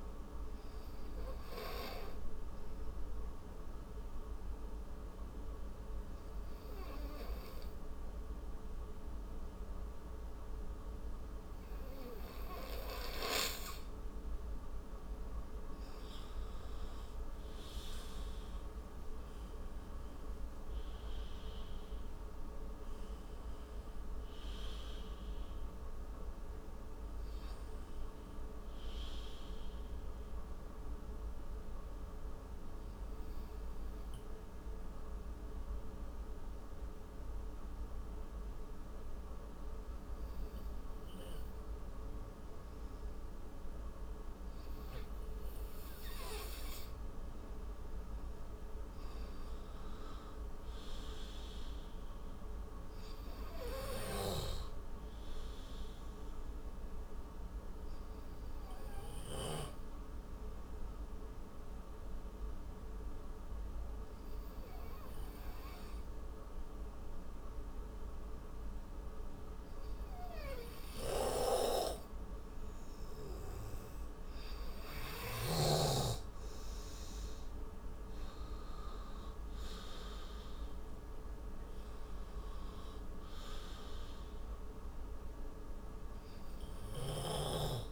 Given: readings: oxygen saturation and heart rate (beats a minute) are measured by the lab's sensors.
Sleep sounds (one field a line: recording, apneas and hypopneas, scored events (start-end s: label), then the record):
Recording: breathing in sleep by a room microphone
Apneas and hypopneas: 3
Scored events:
1.50-14.00 s: obstructive apnea (oxygen 97% before, 88% lowest, heart rate 63 before, 54 extreme, up 20 after)
17.00-22.00 s: arousal
30.50-47.50 s: obstructive apnea (oxygen 96% before, 88% lowest, heart rate 66 before, 54 extreme, up 15 after)
36.50-41.50 s: oxygen desaturation (device-marked, oxygen 96% before, 88% lowest, heart rate 65 before, 55 extreme)
50.50-53.50 s: arousal
56.50-61.50 s: oxygen desaturation (device-marked, oxygen 96% before, 93% lowest, heart rate 61 before, 55 extreme)
57.50-74.00 s: obstructive apnea (oxygen 97% before, 89% lowest, heart rate 61 before, 53 extreme, up 23 after)
63.50-74.50 s: oxygen desaturation (device-marked, oxygen 96% before, 89% lowest, heart rate 62 before, 53 extreme)
76.50-79.00 s: arousal
From the record:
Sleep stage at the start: N2 (light sleep)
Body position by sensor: on the right side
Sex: male